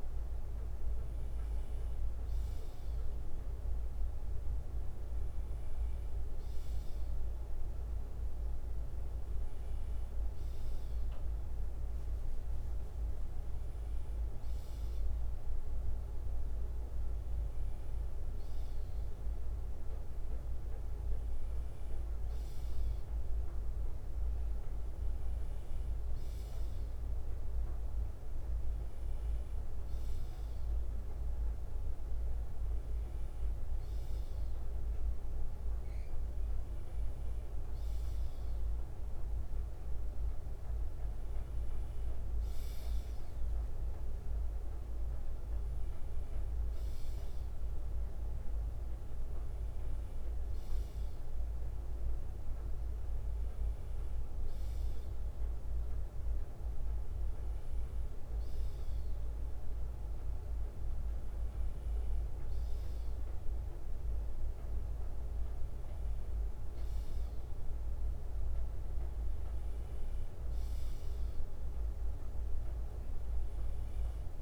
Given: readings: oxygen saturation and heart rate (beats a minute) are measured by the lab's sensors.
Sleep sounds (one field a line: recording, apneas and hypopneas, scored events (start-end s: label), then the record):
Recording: breathing in sleep, hard to hear, by a room microphone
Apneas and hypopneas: none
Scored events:
14.00-16.00 s: bradycardia (device-marked, heart rate 61 before, 65 extreme)
17.00-21.00 s: bradycardia (device-marked, heart rate 61 before, 59 extreme)
26.00-32.00 s: bradycardia (device-marked, heart rate 61 before, 57 extreme)
46.00-49.00 s: bradycardia (device-marked, heart rate 61 before, 59 extreme)
53.00-61.00 s: bradycardia (device-marked, heart rate 61 before, 58 extreme)
From the record:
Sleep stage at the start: N2 (light sleep)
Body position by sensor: on the left side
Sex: male